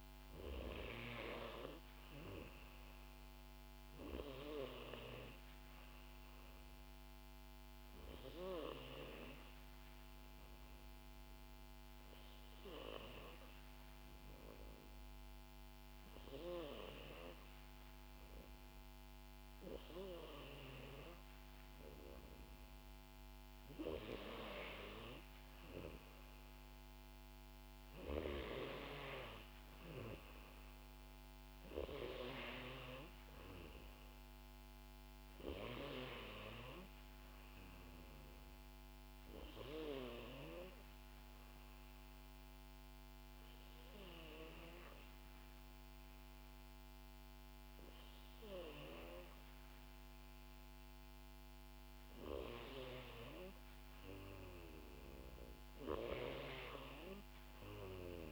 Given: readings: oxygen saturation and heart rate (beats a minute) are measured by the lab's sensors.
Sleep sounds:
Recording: breathing in sleep by a microphone on the trachea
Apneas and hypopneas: 2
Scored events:
6.00-22.00 s: obstructive apnea (oxygen 94% before, 91% lowest, heart rate 60 before, 58 extreme, up 2 after)
26.00-31.00 s: arousal
34.50-52.50 s: oxygen desaturation (device-marked, oxygen 94% before, 91% lowest, heart rate 61 before, 57 extreme)
41.50-52.50 s: obstructive apnea (oxygen 94% before, 91% lowest, heart rate 61 before, 58 extreme, up 5 after)
55.50-58.32 s: arousal
From the record:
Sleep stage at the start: N2 (light sleep)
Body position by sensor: on the back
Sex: female

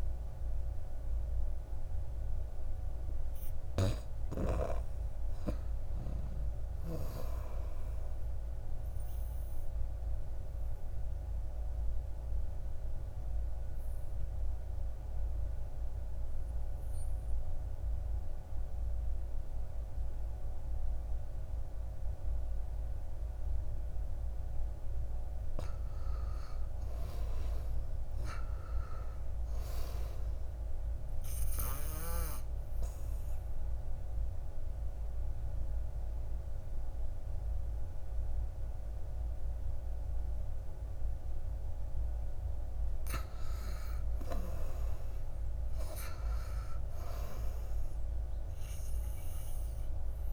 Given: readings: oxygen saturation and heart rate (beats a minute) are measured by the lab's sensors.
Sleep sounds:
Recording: breathing in sleep by a room microphone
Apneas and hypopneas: 2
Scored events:
0.00-5.00 s: oxygen desaturation (device-marked, oxygen 91% lowest, heart rate 58 extreme)
4.50-7.50 s: arousal
9.50-24.50 s: obstructive apnea (oxygen 96% before, 85% lowest, heart rate 60 before, 58 extreme, up 9 after)
12.00-22.00 s: oxygen desaturation (device-marked, oxygen 95% before, 90% lowest, heart rate 61 before, 58 extreme)
26.00-29.00 s: arousal
31.00-42.50 s: obstructive apnea (oxygen 95% before, 85% lowest, heart rate 61 before, 59 extreme, up 6 after)
31.00-45.00 s: oxygen desaturation (device-marked, oxygen 95% before, 85% lowest, heart rate 61 before, 59 extreme)
44.50-47.50 s: arousal
From the record:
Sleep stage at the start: N2 (light sleep)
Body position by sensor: on the back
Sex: male

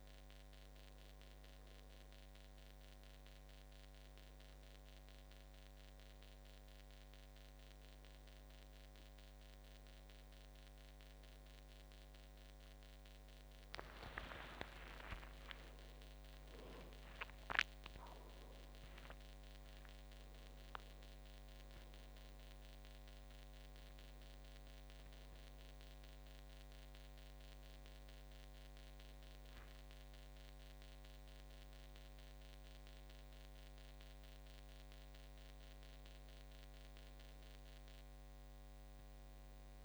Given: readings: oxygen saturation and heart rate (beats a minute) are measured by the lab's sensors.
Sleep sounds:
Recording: breathing in sleep by a microphone on the trachea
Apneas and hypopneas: none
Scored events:
11.50-15.00 s: arousal
From the record:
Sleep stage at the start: N2 (light sleep)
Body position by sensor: on the back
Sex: male

